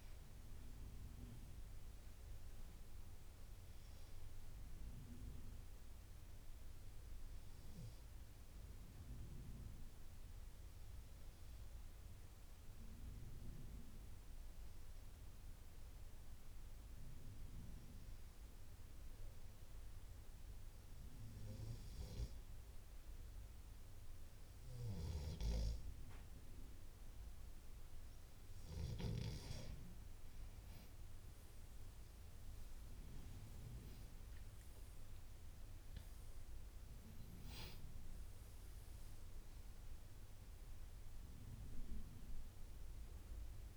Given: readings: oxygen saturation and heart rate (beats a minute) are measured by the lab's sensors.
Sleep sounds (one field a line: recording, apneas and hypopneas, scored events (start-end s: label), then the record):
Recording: breathing in sleep by a room microphone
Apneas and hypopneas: 1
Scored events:
8.50-28.00 s: obstructive apnea (oxygen 96% before, 91% lowest, heart rate 74 before, 68 extreme, up 11 after)
34.50-38.00 s: arousal
From the record:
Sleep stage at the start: N2 (light sleep)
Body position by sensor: on the left side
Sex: male